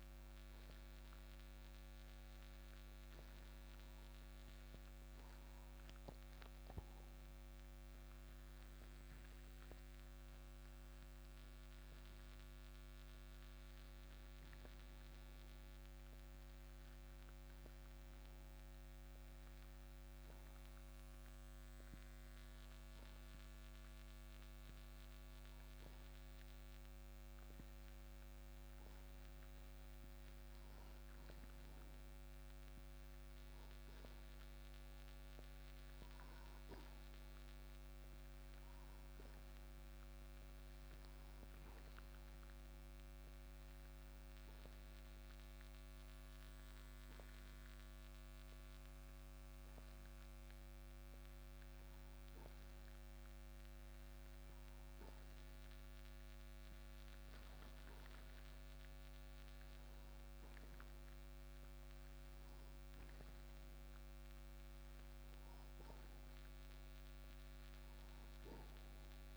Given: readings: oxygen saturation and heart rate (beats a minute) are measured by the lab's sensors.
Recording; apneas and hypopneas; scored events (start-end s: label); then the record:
breathing in sleep, hard to hear, by a microphone on the trachea; 2
17.50-29.50 s: hypopnea (oxygen 96% before, 93% lowest, heart rate 61 before, 57 extreme, up 5 after)
32.00-35.50 s: arousal
44.00-55.50 s: obstructive apnea (oxygen 96% before, 90% lowest, heart rate 59 before, 57 extreme, up 5 after)
58.00-62.50 s: arousal
From the record:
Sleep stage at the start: N2 (light sleep); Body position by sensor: on the right side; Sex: male